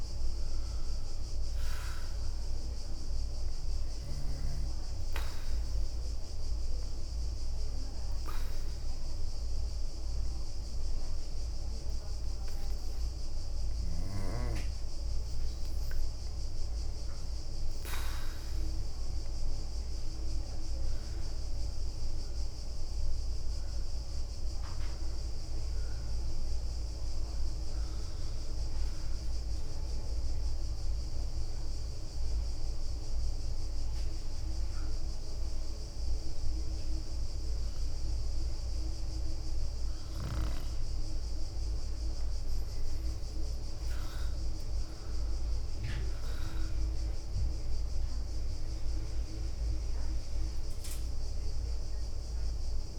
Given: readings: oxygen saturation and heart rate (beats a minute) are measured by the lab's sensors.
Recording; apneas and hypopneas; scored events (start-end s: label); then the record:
breathing in sleep, hard to hear, by a room microphone; 2
0.00-0.50 s: arousal
0.00-18.00 s: oxygen desaturation (device-marked, oxygen 97% before, 93% lowest, heart rate 65 before, 58 extreme)
4.50-15.00 s: obstructive apnea (oxygen 97% before, 90% lowest, heart rate 65 before, 58 extreme, up 5 after)
19.50-24.00 s: arousal
28.00-34.00 s: bradycardia (device-marked, heart rate 69 before, 58 extreme)
29.50-40.00 s: obstructive apnea (oxygen 97% before, 90% lowest, heart rate 69 before, 59 extreme, up 15 after)
30.00-42.00 s: oxygen desaturation (device-marked, oxygen 95% before, 91% lowest, heart rate 69 before, 59 extreme)
45.00-50.50 s: arousal
51.00-52.99 s: oxygen desaturation (device-marked, oxygen 96% before, 90% lowest, heart rate 66 before, 62 extreme)
From the record:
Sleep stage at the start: N2 (light sleep); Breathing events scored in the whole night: 299 in 4.3 hours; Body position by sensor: on the back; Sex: female